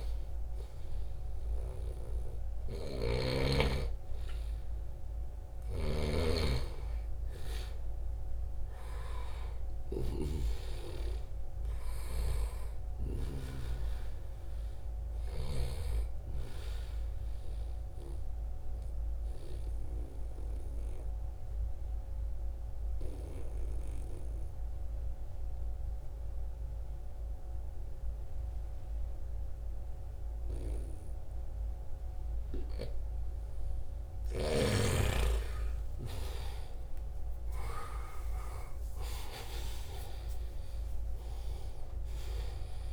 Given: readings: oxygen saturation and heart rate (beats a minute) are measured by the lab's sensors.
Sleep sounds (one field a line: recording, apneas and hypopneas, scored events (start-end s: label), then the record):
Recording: breathing in sleep by a room microphone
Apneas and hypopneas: 1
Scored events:
0.00-2.50 s: snoring (device-marked)
4.50-13.00 s: snoring (device-marked)
8.50-31.50 s: oxygen desaturation (device-marked, oxygen 95% before, 91% lowest, heart rate 78 before, 71 extreme)
13.50-17.50 s: arousal
19.50-33.00 s: obstructive apnea (oxygen 96% before, 89% lowest, heart rate 80 before, 71 extreme, up 6 after)
35.50-41.50 s: arousal
41.50-42.93 s: oxygen desaturation (device-marked, oxygen 96% before, 89% lowest, heart rate 74 before, 68 extreme)
From the record:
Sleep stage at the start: N2 (light sleep)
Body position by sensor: on the right side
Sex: male